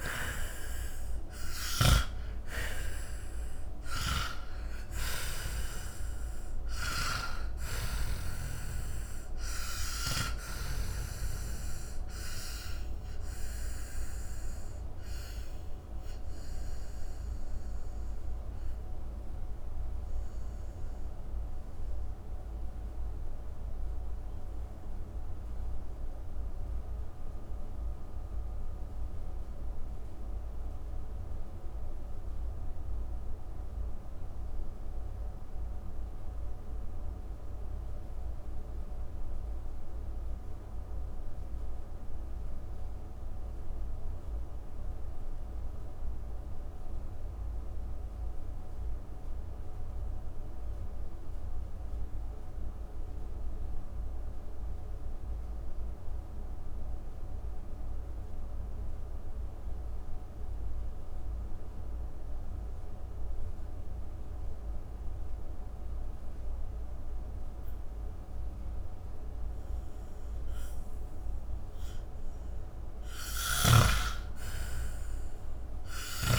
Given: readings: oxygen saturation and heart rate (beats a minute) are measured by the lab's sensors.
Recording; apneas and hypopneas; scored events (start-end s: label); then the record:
breathing in sleep by a room microphone; 1
0.00-3.50 s: arousal
0.00-5.00 s: snoring (device-marked)
0.00-44.00 s: oxygen desaturation (device-marked, oxygen 78% lowest, heart rate 40 extreme)
7.00-10.50 s: snoring (device-marked)
12.50-71.00 s: mixed apnea (oxygen 96% before, 77% lowest, heart rate 71 before, 40 extreme, up 26 after)
68.00-76.39 s: oxygen desaturation (device-marked, oxygen 98% before, 77% lowest)
72.50-76.39 s: snoring (device-marked)
73.00-76.39 s: arousal
From the record:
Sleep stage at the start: N2 (light sleep); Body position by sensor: on the back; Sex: male